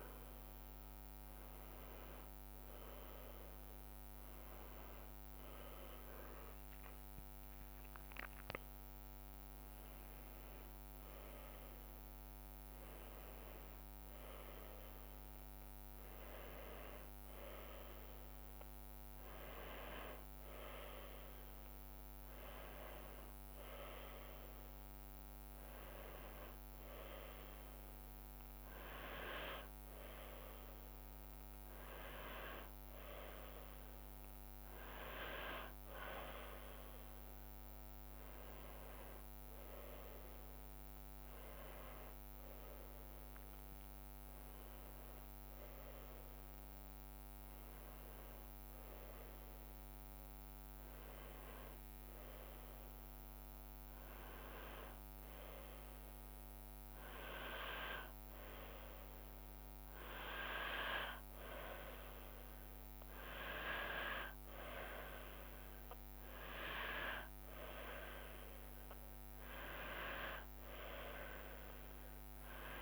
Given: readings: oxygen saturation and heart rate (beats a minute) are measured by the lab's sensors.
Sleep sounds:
breathing in sleep by a microphone on the trachea; none
17.50-72.81 s: new sleep stage, N2 (light sleep)
38.50-51.50 s: drop in pulse transit time (device-marked, heart rate 83 before, 82 extreme)
67.50-72.81 s: drop in pulse transit time (device-marked, heart rate 80 before, 79 extreme)
From the record:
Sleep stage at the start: N1 (lightest sleep); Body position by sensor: on the back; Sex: female

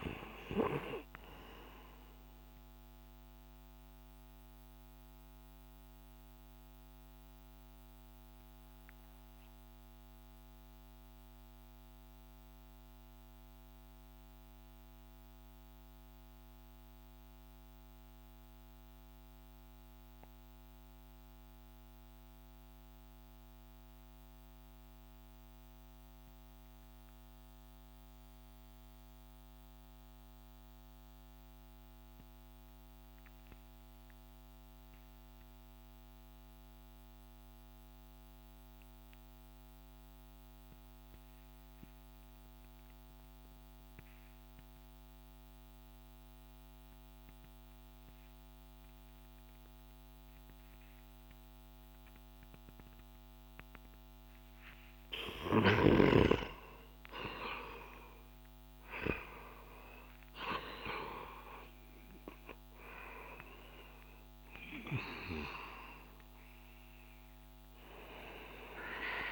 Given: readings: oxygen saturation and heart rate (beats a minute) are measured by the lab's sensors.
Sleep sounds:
breathing in sleep by a microphone on the trachea; 1
0.00-9.50 s: oxygen desaturation (device-marked, oxygen 91% lowest)
2.00-53.00 s: mixed apnea (oxygen 97% before, 87% lowest)
37.50-69.31 s: oxygen desaturation (device-marked, oxygen 97% before, 87% lowest)
56.00-61.00 s: arousal
From the record:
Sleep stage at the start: N2 (light sleep); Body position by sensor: on the back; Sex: male

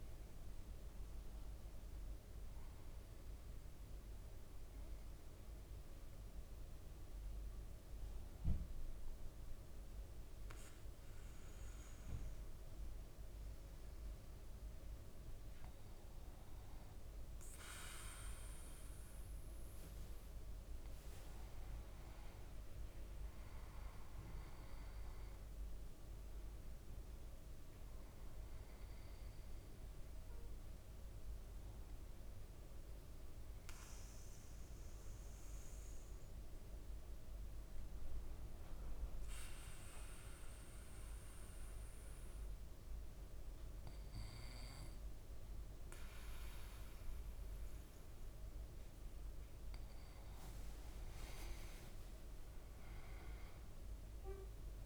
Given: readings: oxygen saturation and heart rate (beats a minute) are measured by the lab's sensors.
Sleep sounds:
breathing in sleep, hard to hear, by a room microphone; 2
0.00-14.00 s: oxygen desaturation (device-marked, oxygen 95% lowest, heart rate 53 extreme)
2.00-15.00 s: obstructive apnea (oxygen 98% before, 95% lowest, heart rate 57 before, 53 extreme, up 5 after)
19.00-21.50 s: leg movement (device-marked)
19.00-24.50 s: arousal
32.50-47.50 s: obstructive apnea (oxygen 98% before, 96% lowest, heart rate 57 before, 53 extreme, up 5 after)
49.50-52.50 s: leg movement (device-marked)
51.50-54.86 s: arousal
From the record:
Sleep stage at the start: N2 (light sleep); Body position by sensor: on the back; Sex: male

